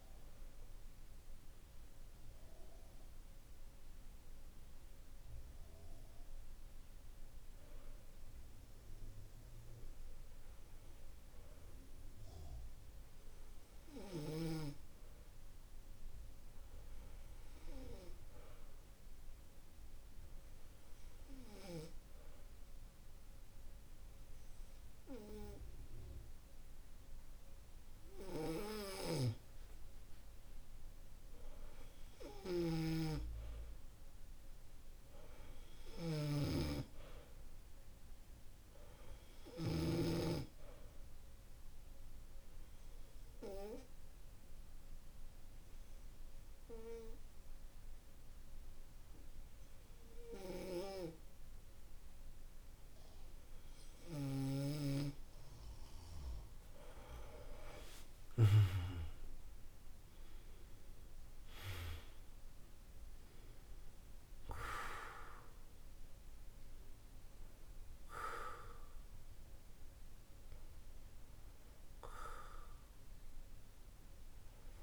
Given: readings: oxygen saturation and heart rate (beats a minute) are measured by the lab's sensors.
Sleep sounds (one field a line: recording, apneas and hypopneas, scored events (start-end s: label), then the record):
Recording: breathing in sleep by a room microphone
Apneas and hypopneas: 2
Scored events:
16.00-28.50 s: obstructive apnea (oxygen 95% before, 92% lowest, heart rate 51 before, 51 extreme, up 3 after)
30.50-34.00 s: arousal
42.00-55.00 s: obstructive apnea (oxygen 95% before, 92% lowest, heart rate 52 before, 49 extreme, up 12 after)
57.50-62.50 s: arousal
From the record:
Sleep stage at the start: N2 (light sleep)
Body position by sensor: on the back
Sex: male